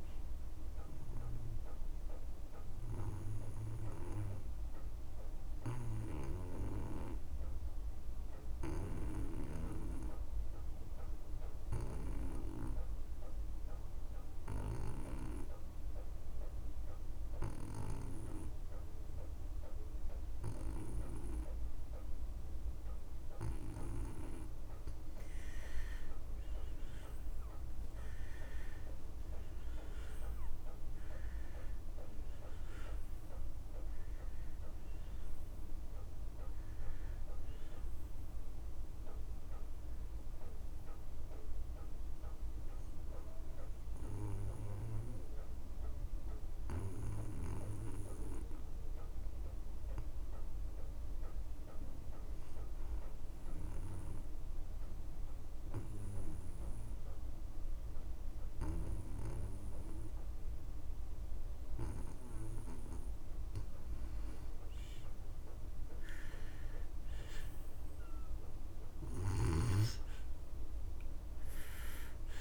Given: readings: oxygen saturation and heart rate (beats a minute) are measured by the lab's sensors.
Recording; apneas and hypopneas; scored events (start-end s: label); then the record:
breathing in sleep by a room microphone; 2
0.00-21.50 s: oxygen desaturation (device-marked, oxygen 84% lowest)
3.00-23.50 s: obstructive apnea (oxygen 97% before, 84% lowest)
26.00-29.50 s: arousal
32.50-61.50 s: oxygen desaturation (device-marked, oxygen 97% before, 84% lowest)
42.50-63.00 s: hypopnea (oxygen 97% before, 82% lowest)
65.00-68.50 s: arousal
69.50-72.41 s: oxygen desaturation (device-marked, oxygen 97% before, 86% lowest)
From the record:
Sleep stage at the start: N2 (light sleep); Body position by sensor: on the back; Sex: male